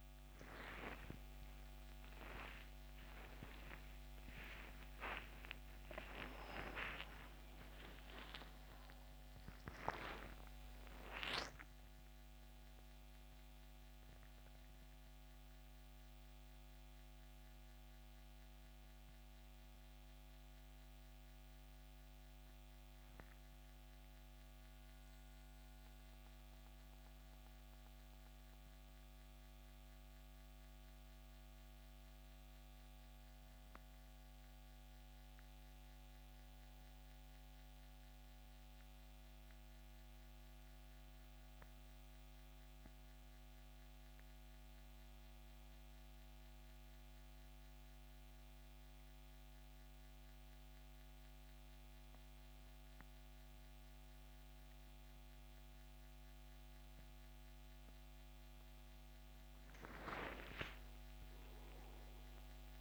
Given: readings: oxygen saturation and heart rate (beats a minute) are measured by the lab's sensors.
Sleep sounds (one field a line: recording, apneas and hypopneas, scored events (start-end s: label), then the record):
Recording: a person partly awake in a sleep study, by a microphone on the trachea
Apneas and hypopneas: 1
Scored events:
10.50-62.81 s: new sleep stage, N1 (lightest sleep)
44.50-55.50 s: obstructive apnea (oxygen 93% before, 88% lowest, heart rate 75 before, 68 extreme, up 8 after)
59.50-62.81 s: arousal
From the record:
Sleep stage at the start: awake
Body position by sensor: on the back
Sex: male